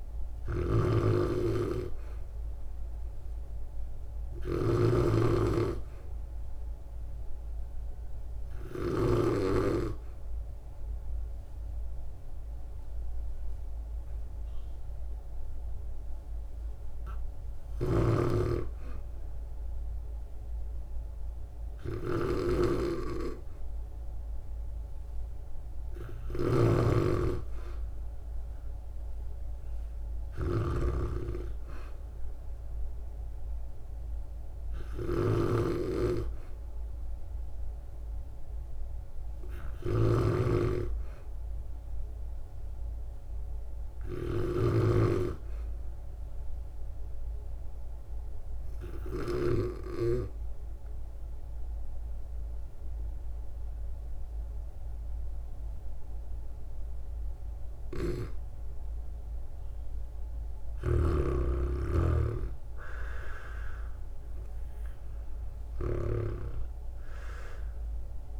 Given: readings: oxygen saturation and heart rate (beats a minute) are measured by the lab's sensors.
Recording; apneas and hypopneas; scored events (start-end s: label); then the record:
breathing in sleep by a room microphone; 1
0.00-1.00 s: arousal
0.00-9.00 s: snoring (device-marked)
0.00-14.00 s: oxygen desaturation (device-marked, oxygen 96% before, 92% lowest, heart rate 60 before, 56 extreme)
17.50-49.50 s: snoring (device-marked)
46.00-58.00 s: hypopnea (oxygen 96% before, 92% lowest, heart rate 61 before, 55 extreme, up 12 after)
60.00-64.00 s: arousal
60.50-68.40 s: snoring (device-marked)
64.00-68.40 s: oxygen desaturation (device-marked, oxygen 96% before, 93% lowest, heart rate 60 before, 55 extreme)
From the record:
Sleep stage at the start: N2 (light sleep); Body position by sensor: on the back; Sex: female